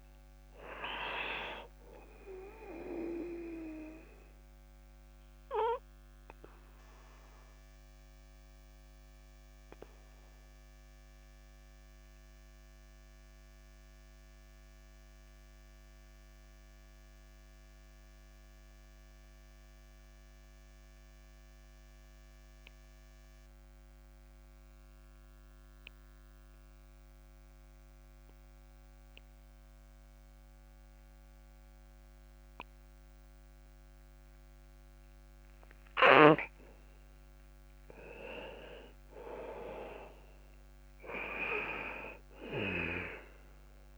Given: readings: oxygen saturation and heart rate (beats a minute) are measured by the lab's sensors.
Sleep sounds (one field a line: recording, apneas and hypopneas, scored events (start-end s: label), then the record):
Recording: breathing in sleep by a microphone on the trachea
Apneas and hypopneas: 1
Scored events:
0.00-18.00 s: oxygen desaturation (device-marked, oxygen 86% lowest, heart rate 31 extreme)
4.00-36.00 s: obstructive apnea (oxygen 98% before, 86% lowest, heart rate 62 before, 40 extreme, up 14 after)
36.00-43.97 s: oxygen desaturation (device-marked, oxygen 99% before, 89% lowest, heart rate 56 before, 27 extreme)
37.50-41.50 s: arousal
From the record:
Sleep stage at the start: N2 (light sleep)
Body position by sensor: on the back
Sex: male